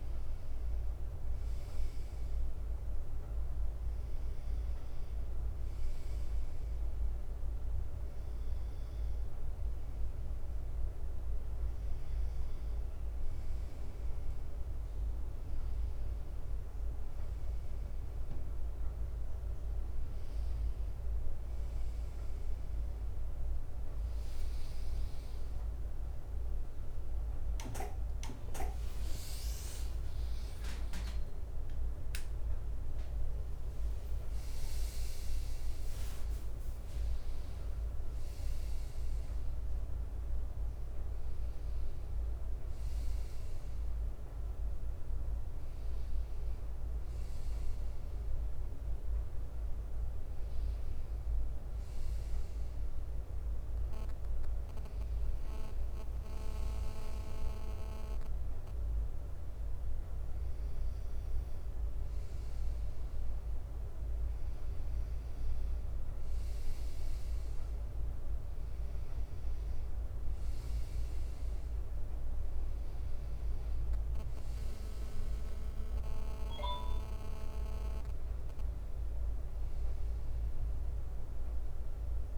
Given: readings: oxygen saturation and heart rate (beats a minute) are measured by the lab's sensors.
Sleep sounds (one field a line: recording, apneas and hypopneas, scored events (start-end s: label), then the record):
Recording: breathing in sleep, hard to hear, by a room microphone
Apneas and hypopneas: none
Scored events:
23.00-24.50 s: leg movement (device-marked)
25.00-26.00 s: leg movement (device-marked)
25.00-30.00 s: arousal
25.00-39.00 s: drop in pulse transit time (device-marked, heart rate 63 before, 62 extreme)
28.00-82.38 s: new sleep stage, N1 (lightest sleep)
30.00-34.50 s: leg movement (device-marked)
32.00-34.00 s: long interval between heartbeats (device-marked, heart rate 63 before, 71 extreme)
36.50-38.50 s: leg movement (device-marked)
58.00-62.00 s: bradycardia (device-marked, heart rate 63 before, 59 extreme)
58.50-59.50 s: leg movement (device-marked)
76.00-82.38 s: bradycardia (device-marked, heart rate 62 before, 57 extreme)
From the record:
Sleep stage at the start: N2 (light sleep)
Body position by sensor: on the right side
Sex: male